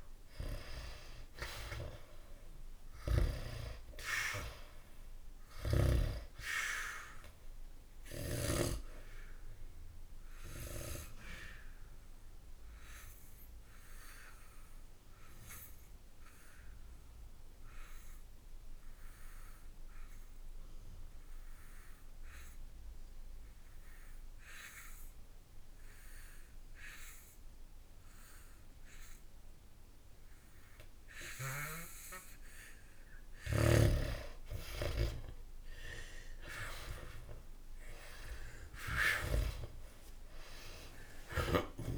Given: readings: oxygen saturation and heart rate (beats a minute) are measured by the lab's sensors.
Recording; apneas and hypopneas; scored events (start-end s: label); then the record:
breathing in sleep by a room microphone; 1
0.00-2.50 s: arousal
6.50-32.50 s: obstructive apnea (oxygen 97% before, 89% lowest, heart rate 67 before, 65 extreme, up 2 after)
8.00-26.00 s: oxygen desaturation (device-marked, oxygen 97% before, 91% lowest, heart rate 66 before, 65 extreme)
33.00-39.00 s: snoring (device-marked)
35.00-41.98 s: oxygen desaturation (device-marked, oxygen 97% before, 89% lowest, heart rate 68 before, 60 extreme)
36.00-41.00 s: arousal
From the record:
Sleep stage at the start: N2 (light sleep); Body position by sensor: on the back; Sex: male